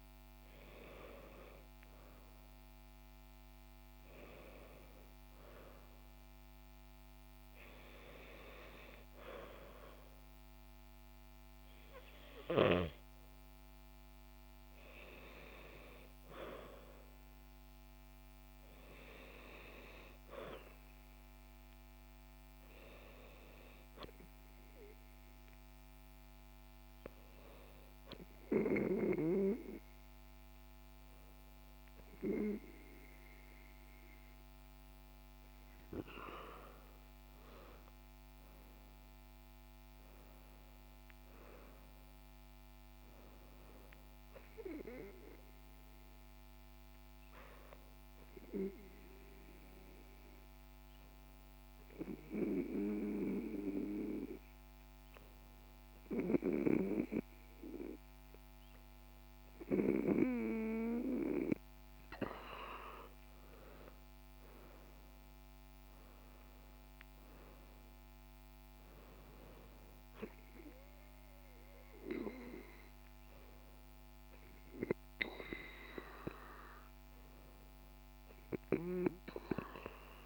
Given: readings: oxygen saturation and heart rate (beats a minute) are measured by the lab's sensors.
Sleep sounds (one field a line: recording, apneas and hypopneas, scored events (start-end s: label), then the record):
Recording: breathing in sleep by a microphone on the trachea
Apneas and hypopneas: 2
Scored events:
21.50-36.50 s: hypopnea (oxygen 95% before, 93% lowest, heart rate 65 before, 64 extreme, up 4 after)
37.50-41.50 s: arousal
47.50-62.00 s: obstructive apnea (oxygen 95% before, 94% lowest, heart rate 66 before, 63 extreme)
63.50-66.50 s: arousal
From the record:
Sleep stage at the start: N2 (light sleep)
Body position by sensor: on the back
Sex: female